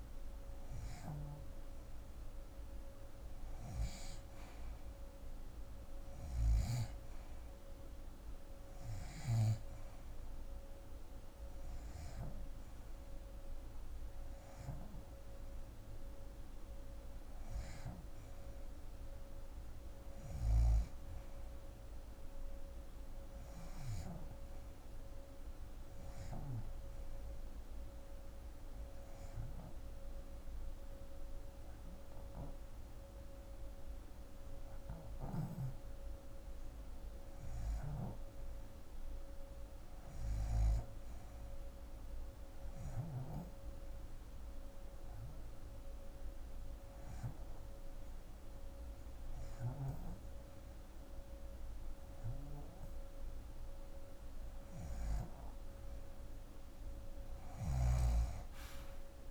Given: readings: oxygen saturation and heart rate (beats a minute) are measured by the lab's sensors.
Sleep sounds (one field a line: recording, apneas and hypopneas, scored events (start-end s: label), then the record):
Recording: breathing in sleep by a room microphone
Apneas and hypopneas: 1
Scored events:
0.00-10.00 s: oxygen desaturation (device-marked, oxygen 84% lowest, heart rate 47 extreme)
44.00-55.00 s: hypopnea (oxygen 88% before, 84% lowest, heart rate 124 before, 38 extreme, up 13 after)
50.00-59.31 s: oxygen desaturation (device-marked, oxygen 88% before, 84% lowest, heart rate 142 before, 38 extreme)
57.00-59.31 s: arousal
From the record:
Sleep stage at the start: REM sleep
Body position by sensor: on the left side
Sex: female